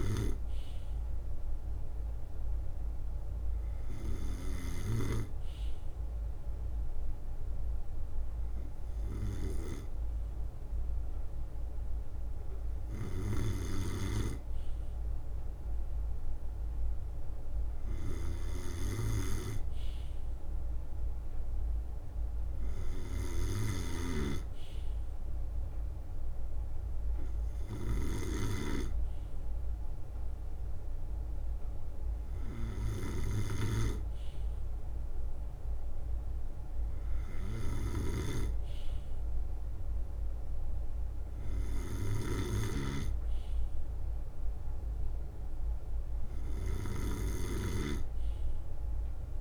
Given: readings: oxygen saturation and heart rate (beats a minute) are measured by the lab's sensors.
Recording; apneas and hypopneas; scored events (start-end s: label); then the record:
breathing in sleep by a room microphone; none
23.50-47.00 s: snoring (device-marked)
43.00-49.41 s: leg movement (device-marked)
From the record:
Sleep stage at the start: N2 (light sleep); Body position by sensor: on the right side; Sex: male